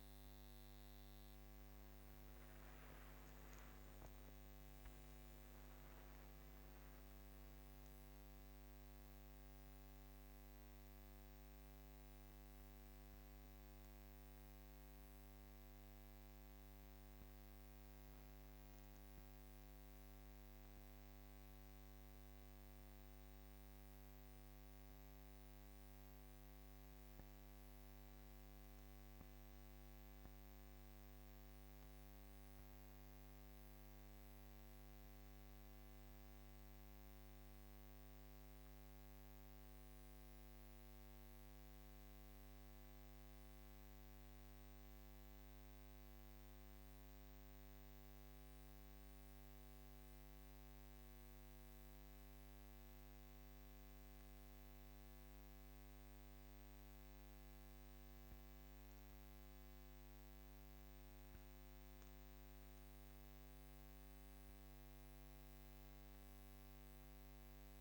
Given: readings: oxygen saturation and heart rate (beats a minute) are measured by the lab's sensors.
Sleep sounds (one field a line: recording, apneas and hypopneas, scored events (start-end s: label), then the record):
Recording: breathing in sleep, hard to hear, by a microphone on the trachea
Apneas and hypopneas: 1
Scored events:
31.00-58.50 s: mixed apnea (oxygen 99% before, 94% lowest, heart rate 68 before, 47 extreme, up 2 after)
56.00-67.81 s: oxygen desaturation (device-marked, oxygen 98% before, 94% lowest, heart rate 59 before, 49 extreme)
60.50-65.50 s: arousal
From the record:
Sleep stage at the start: N2 (light sleep)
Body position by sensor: on the back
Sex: female